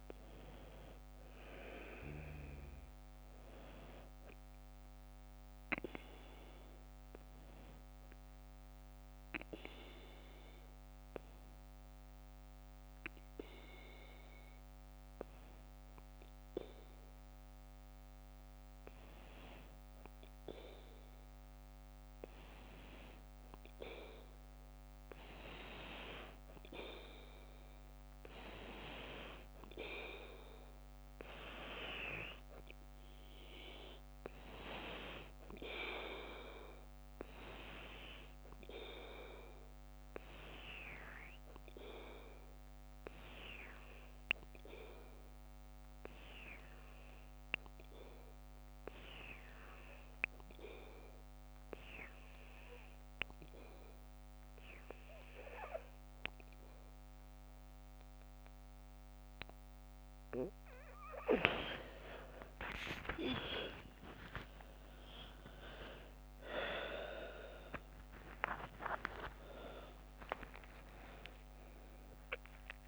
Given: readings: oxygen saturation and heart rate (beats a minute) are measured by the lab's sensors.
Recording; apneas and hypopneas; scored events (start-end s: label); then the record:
breathing in sleep by a microphone on the trachea; 2
0.00-14.00 s: oxygen desaturation (device-marked, oxygen 91% lowest, heart rate 57 extreme)
7.00-18.00 s: hypopnea (oxygen 98% before, 86% lowest, heart rate 60 before, 57 extreme, up 3 after)
19.50-23.00 s: arousal
27.00-51.00 s: oxygen desaturation (device-marked, oxygen 97% before, 92% lowest, heart rate 59 before, 62 extreme)
51.00-61.50 s: obstructive apnea (oxygen 97% before, 81% lowest, heart rate 63 before, 55 extreme, up 4 after)
60.00-72.87 s: oxygen desaturation (device-marked, oxygen 93% before, 86% lowest, heart rate 63 before, 55 extreme)
62.00-65.50 s: arousal
From the record:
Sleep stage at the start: N2 (light sleep); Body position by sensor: on the back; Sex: female